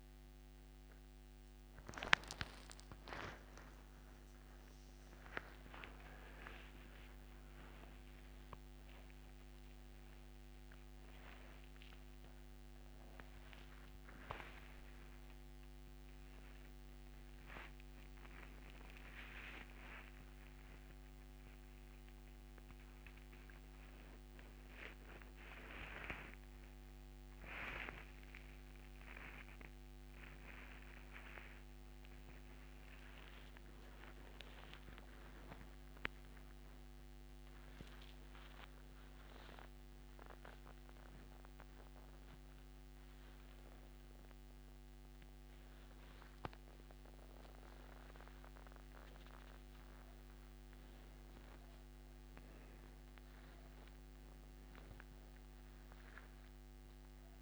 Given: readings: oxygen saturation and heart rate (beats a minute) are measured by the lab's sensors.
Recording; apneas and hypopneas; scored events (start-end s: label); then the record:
a person awake in a sleep study, by a microphone on the trachea; none
0.00-13.50 s: oxygen desaturation (device-marked, oxygen 88% lowest)
21.50-54.50 s: oxygen desaturation (device-marked, oxygen 96% before, 88% lowest)
36.50-57.42 s: new sleep stage, N1 (lightest sleep)
From the record:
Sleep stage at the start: awake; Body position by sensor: upright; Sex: male